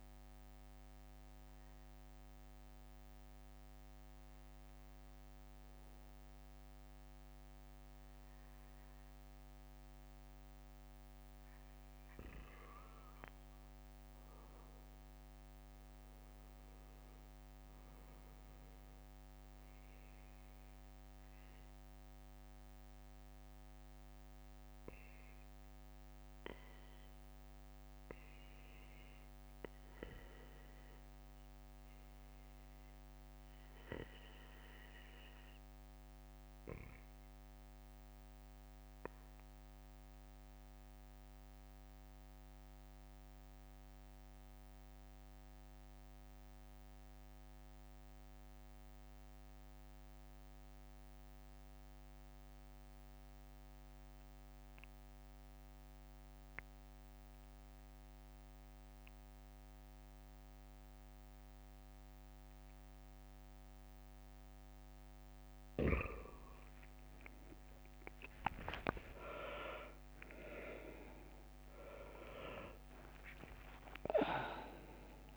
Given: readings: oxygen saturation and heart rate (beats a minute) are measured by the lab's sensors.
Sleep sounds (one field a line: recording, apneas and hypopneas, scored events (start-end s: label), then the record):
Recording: breathing in sleep by a microphone on the trachea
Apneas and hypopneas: 1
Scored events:
23.50-26.50 s: arousal
29.50-64.00 s: obstructive apnea (oxygen 97% before, 86% lowest, heart rate 68 before, 67 extreme, up 25 after)
56.00-75.37 s: oxygen desaturation (device-marked, oxygen 95% before, 86% lowest, heart rate 69 before, 68 extreme)
67.50-73.00 s: arousal
69.00-74.00 s: tachycardia (device-marked, heart rate 68 before, 106 extreme)
69.50-75.37 s: leg movement (device-marked)
70.50-72.50 s: long interval between heartbeats (device-marked, heart rate 71 before, 82 extreme)
From the record:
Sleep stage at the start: N2 (light sleep)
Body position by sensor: on the back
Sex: male